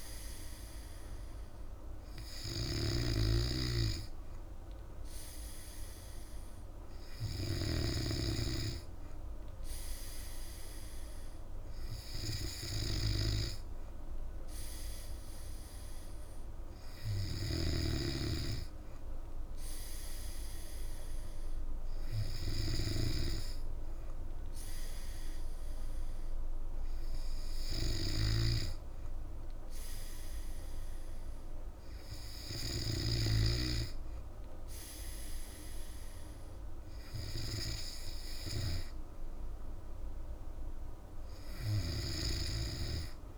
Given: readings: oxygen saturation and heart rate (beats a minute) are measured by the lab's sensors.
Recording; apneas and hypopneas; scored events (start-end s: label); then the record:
breathing in sleep by a room microphone; none
2.50-7.50 s: snoring (device-marked)
From the record:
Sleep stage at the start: N3 (deep sleep); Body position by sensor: on the back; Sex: female